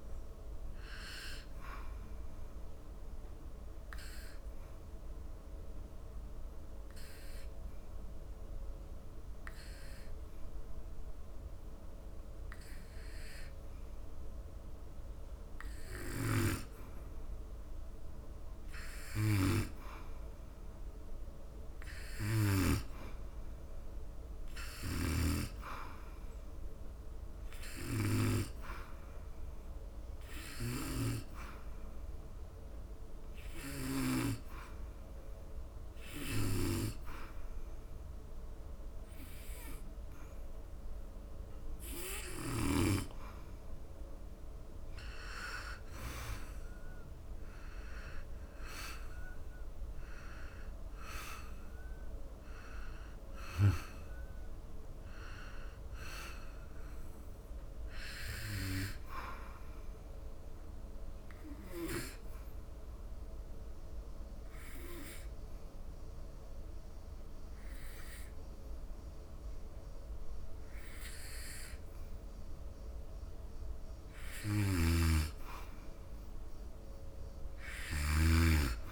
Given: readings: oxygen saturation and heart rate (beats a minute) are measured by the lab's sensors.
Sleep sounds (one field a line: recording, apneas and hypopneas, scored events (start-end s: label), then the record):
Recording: breathing in sleep by a room microphone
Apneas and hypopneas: 3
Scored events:
2.50-15.00 s: obstructive apnea (oxygen 94% before, 90% lowest, heart rate 80 before, 72 extreme, up 0 after)
14.00-22.00 s: oxygen desaturation (device-marked, oxygen 93% before, 90% lowest, heart rate 80 before, 72 extreme)
23.50-28.00 s: arousal
31.00-44.00 s: oxygen desaturation (device-marked, oxygen 98% before, 92% lowest, heart rate 75 before, 73 extreme)
34.50-45.00 s: hypopnea (oxygen 98% before, 90% lowest, heart rate 74 before, 73 extreme, up 9 after)
48.50-53.50 s: arousal
59.50-74.50 s: obstructive apnea (oxygen 98% before, 89% lowest, heart rate 78 before, 72 extreme, up 4 after)
From the record:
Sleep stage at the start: N2 (light sleep)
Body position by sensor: on the back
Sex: male